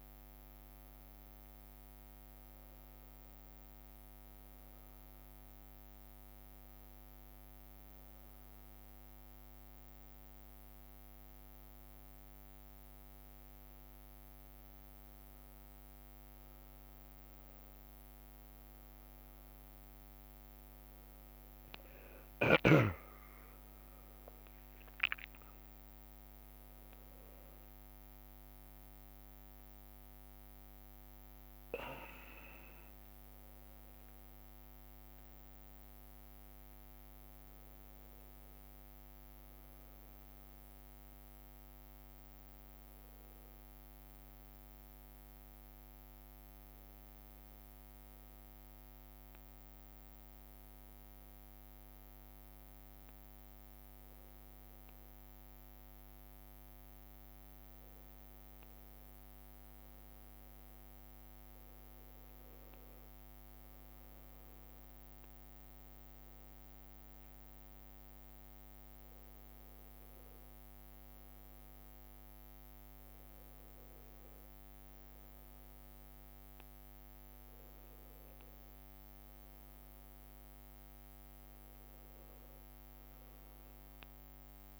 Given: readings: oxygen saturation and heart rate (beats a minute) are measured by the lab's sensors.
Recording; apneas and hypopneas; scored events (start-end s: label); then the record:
breathing in sleep, hard to hear, by a microphone on the trachea; none
22.00-23.50 s: leg movement (device-marked)
From the record:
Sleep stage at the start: N1 (lightest sleep); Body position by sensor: on the back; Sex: male